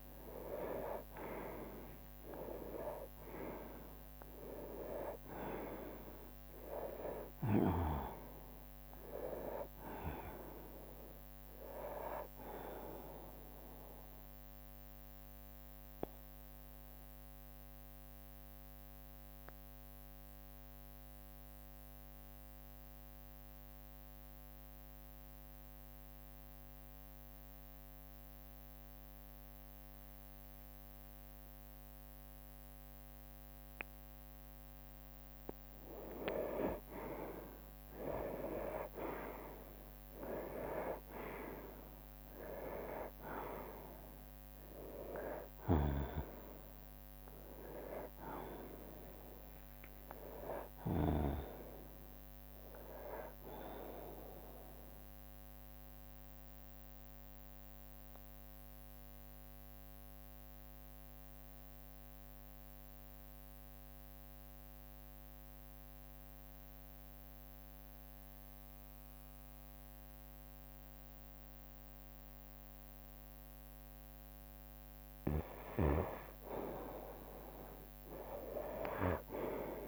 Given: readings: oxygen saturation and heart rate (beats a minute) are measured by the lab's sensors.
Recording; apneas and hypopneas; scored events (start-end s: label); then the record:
breathing in sleep by a microphone on the trachea; 2
0.00-5.00 s: arousal
0.00-8.00 s: drop in pulse transit time (device-marked, heart rate 60 extreme)
0.00-26.00 s: oxygen desaturation (device-marked, oxygen 91% lowest, heart rate 58 extreme)
6.50-8.50 s: long interval between heartbeats (device-marked, heart rate 62 before, 79 extreme)
8.50-10.50 s: long interval between heartbeats (device-marked, heart rate 64 before, 85 extreme)
15.00-34.50 s: mixed apnea (oxygen 98% before, 90% lowest, heart rate 71 before, 58 extreme, up 11 after)
19.00-28.00 s: bradycardia (device-marked, heart rate 69 before, 58 extreme)
36.00-39.50 s: arousal
39.00-50.00 s: drop in pulse transit time (device-marked, heart rate 60 before, 66 extreme)
40.00-66.00 s: oxygen desaturation (device-marked, oxygen 98% before, 90% lowest, heart rate 60 before, 58 extreme)
54.50-74.00 s: mixed apnea (oxygen 98% before, 90% lowest, heart rate 69 before, 58 extreme, up 9 after)
64.00-71.00 s: bradycardia (device-marked, heart rate 69 before, 59 extreme)
From the record:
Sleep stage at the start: N2 (light sleep); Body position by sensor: on the right side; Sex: male